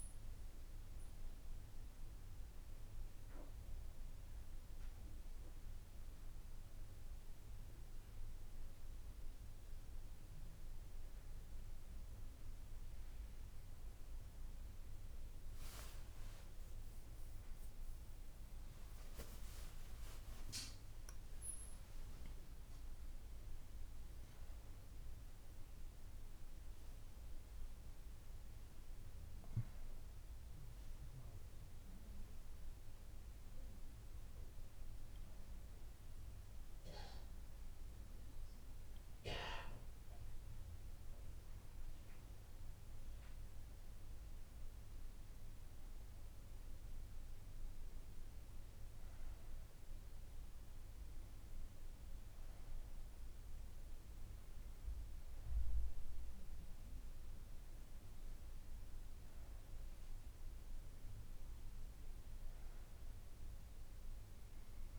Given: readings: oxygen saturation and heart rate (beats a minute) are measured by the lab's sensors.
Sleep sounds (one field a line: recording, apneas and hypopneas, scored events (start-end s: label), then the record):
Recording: a person partly awake in a sleep study, hard to hear, by a room microphone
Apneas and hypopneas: none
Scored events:
7.50-9.50 s: long interval between heartbeats (device-marked)
17.50-64.99 s: new sleep stage, N1 (lightest sleep)
From the record:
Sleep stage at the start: awake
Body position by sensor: on the right side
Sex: female